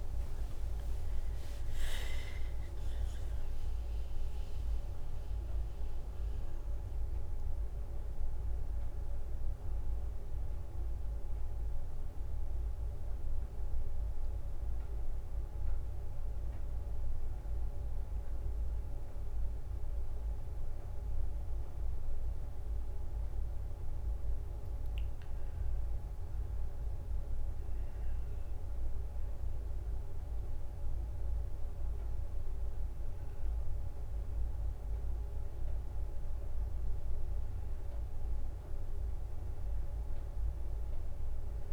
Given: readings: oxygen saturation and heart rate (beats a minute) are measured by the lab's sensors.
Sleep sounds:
a person awake in a sleep study, hard to hear, by a room microphone; none
0.00-19.00 s: drop in pulse transit time (device-marked, heart rate 69 extreme)
From the record:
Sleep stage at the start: awake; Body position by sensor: on the right side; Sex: female

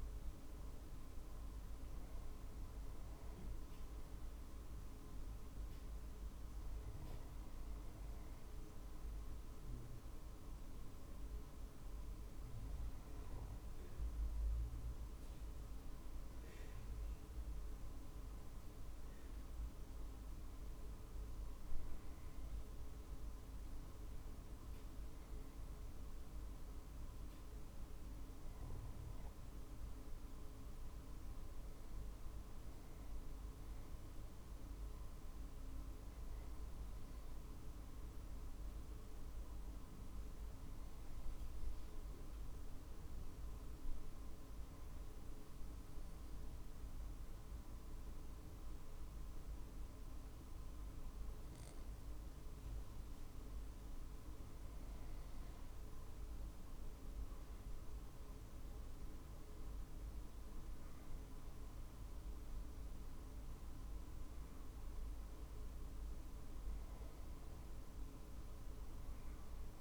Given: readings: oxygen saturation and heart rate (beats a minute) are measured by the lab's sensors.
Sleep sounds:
breathing in sleep, hard to hear, by a room microphone; 1
0.00-6.00 s: drop in pulse transit time (device-marked, heart rate 48 extreme)
21.00-32.00 s: drop in pulse transit time (device-marked, heart rate 48 before, 49 extreme)
35.50-39.00 s: arousal
42.50-55.00 s: hypopnea (oxygen 96% before, 94% lowest, heart rate 49 before, 47 extreme, up 5 after)
57.00-60.50 s: arousal
59.00-69.81 s: drop in pulse transit time (device-marked, heart rate 48 before, 50 extreme)
From the record:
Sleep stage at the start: N2 (light sleep); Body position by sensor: on the right side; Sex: male

